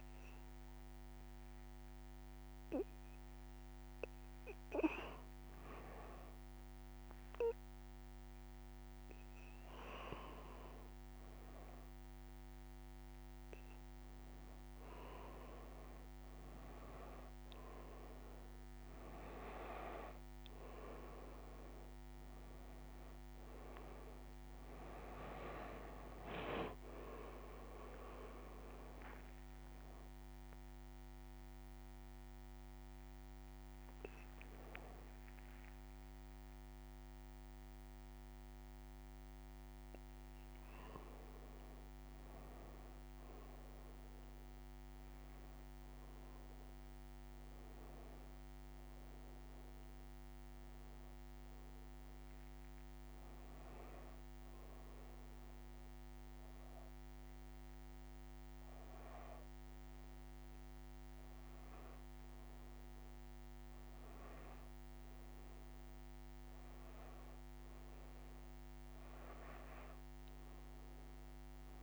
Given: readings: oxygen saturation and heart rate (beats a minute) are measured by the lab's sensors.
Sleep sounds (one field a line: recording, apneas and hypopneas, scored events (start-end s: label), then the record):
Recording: a person awake in a sleep study, by a microphone on the trachea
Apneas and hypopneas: 1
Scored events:
53.50-71.82 s: new sleep stage, N1 (lightest sleep)
54.00-64.50 s: hypopnea (oxygen 97% before, 93% lowest, heart rate 84 before, 71 extreme, up 1 after)
67.50-71.82 s: arousal
From the record:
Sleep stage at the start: awake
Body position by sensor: on the back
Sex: female